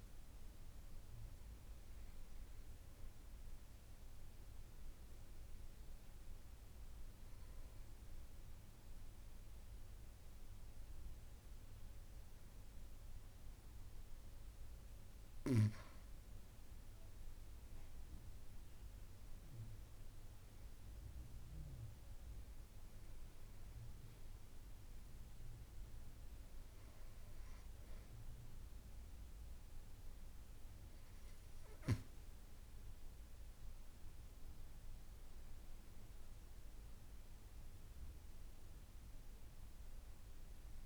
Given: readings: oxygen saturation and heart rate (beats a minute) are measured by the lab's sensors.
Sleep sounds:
breathing in sleep, hard to hear, by a room microphone; none
17.50-21.50 s: arousal
From the record:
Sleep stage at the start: N2 (light sleep); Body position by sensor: on the back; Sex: female

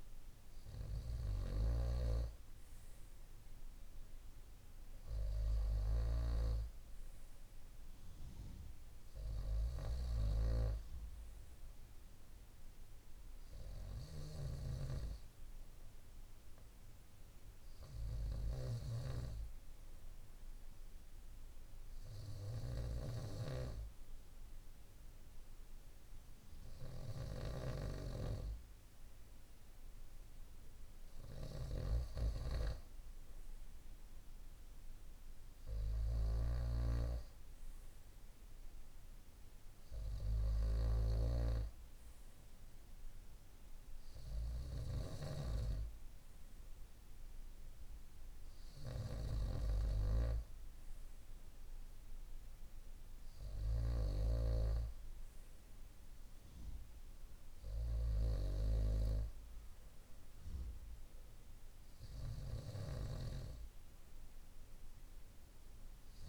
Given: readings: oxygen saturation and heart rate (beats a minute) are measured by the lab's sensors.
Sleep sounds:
breathing in sleep by a room microphone; none
0.00-23.50 s: snoring (device-marked)
31.50-54.00 s: snoring (device-marked)
From the record:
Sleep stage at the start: N2 (light sleep); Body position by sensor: on the right side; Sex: male

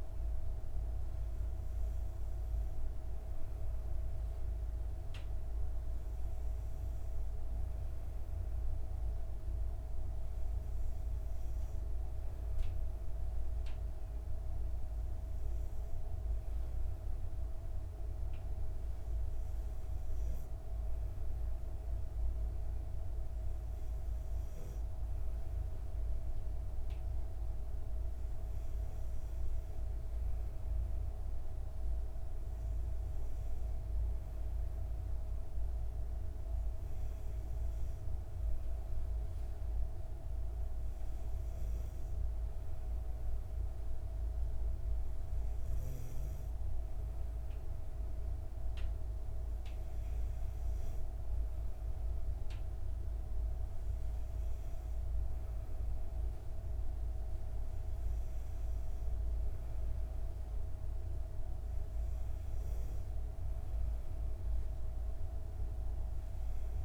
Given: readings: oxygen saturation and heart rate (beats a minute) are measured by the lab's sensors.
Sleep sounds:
breathing in sleep, hard to hear, by a room microphone; none
none scored
From the record:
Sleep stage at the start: N2 (light sleep); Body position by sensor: on the back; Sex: female

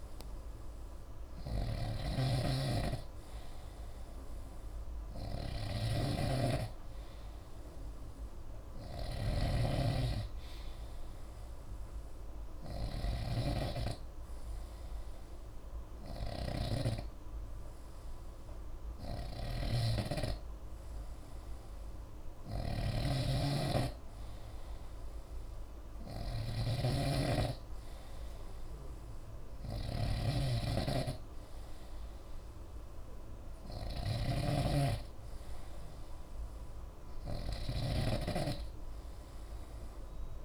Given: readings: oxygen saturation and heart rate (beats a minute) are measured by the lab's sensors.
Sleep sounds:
breathing in sleep by a room microphone; none
0.00-40.45 s: snoring (device-marked)
From the record:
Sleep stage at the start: N3 (deep sleep); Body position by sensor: on the right side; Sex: male

